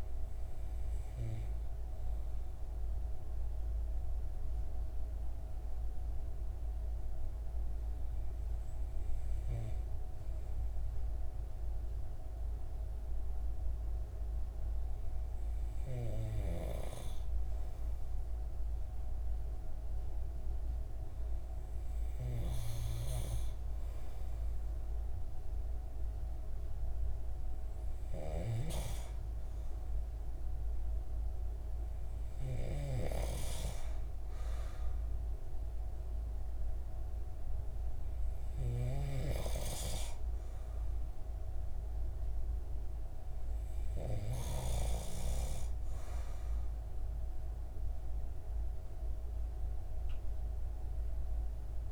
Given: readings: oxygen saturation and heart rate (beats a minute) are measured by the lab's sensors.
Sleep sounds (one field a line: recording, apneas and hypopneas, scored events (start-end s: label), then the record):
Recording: breathing in sleep by a room microphone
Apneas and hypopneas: none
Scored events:
none scored
From the record:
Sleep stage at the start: N2 (light sleep)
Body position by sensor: on the right side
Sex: male